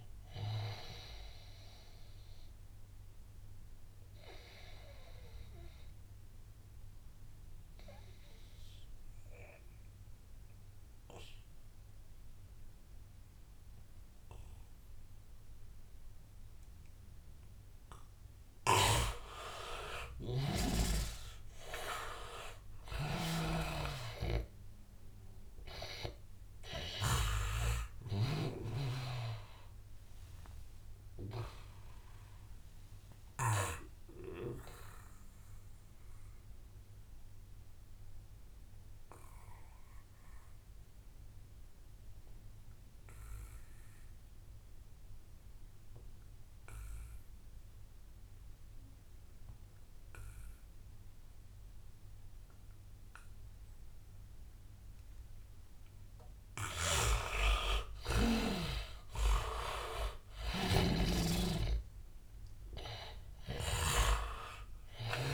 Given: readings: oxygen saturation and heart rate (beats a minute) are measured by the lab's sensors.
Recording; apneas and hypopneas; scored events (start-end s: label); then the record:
breathing in sleep by a room microphone; 2
0.00-5.50 s: oxygen desaturation (device-marked, oxygen 74% lowest, heart rate 77 extreme)
1.50-18.00 s: obstructive apnea (oxygen 98% before, 74% lowest, heart rate 86 before, 84 extreme, up 10 after)
18.50-27.50 s: snoring (device-marked)
20.50-25.00 s: arousal
21.50-41.50 s: oxygen desaturation (device-marked, oxygen 100% before, 84% lowest, heart rate 88 before, 81 extreme)
29.50-55.50 s: obstructive apnea (oxygen 100% before, 81% lowest, heart rate 89 before, 81 extreme, up 15 after)
52.50-65.34 s: oxygen desaturation (device-marked, oxygen 99% before, 81% lowest, heart rate 87 before, 83 extreme)
58.00-61.00 s: arousal
60.50-65.34 s: snoring (device-marked)
From the record:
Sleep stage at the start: N2 (light sleep); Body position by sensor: on the back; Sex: male